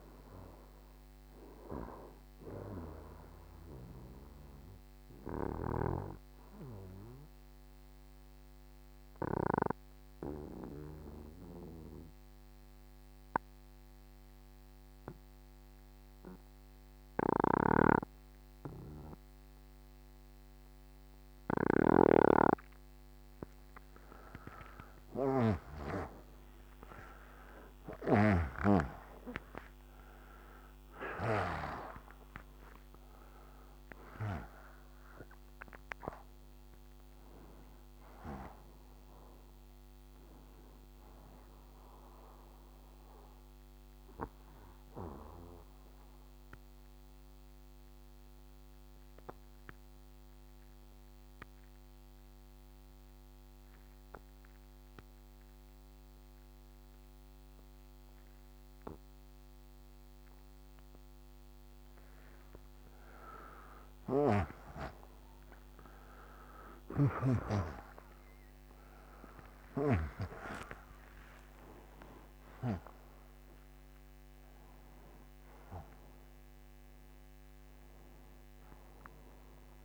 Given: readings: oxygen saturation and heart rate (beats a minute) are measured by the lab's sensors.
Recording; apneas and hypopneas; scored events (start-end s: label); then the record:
breathing in sleep by a microphone on the trachea; 2
0.00-14.00 s: oxygen desaturation (device-marked, oxygen 91% lowest, heart rate 62 extreme)
3.50-22.50 s: obstructive apnea (oxygen 97% before, 89% lowest, heart rate 70 before, 62 extreme, up 14 after)
24.50-29.50 s: arousal
28.00-38.00 s: oxygen desaturation (device-marked, oxygen 97% before, 92% lowest, heart rate 64 before, 62 extreme)
42.50-63.00 s: obstructive apnea (oxygen 97% before, 88% lowest, heart rate 72 before, 62 extreme, up 29 after)
46.00-53.00 s: oxygen desaturation (device-marked, oxygen 93% before, 89% lowest, heart rate 71 before, 62 extreme)
65.00-70.50 s: arousal
69.00-79.84 s: new sleep stage, N1 (lightest sleep)
From the record:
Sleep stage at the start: N2 (light sleep); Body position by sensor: on the right side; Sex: male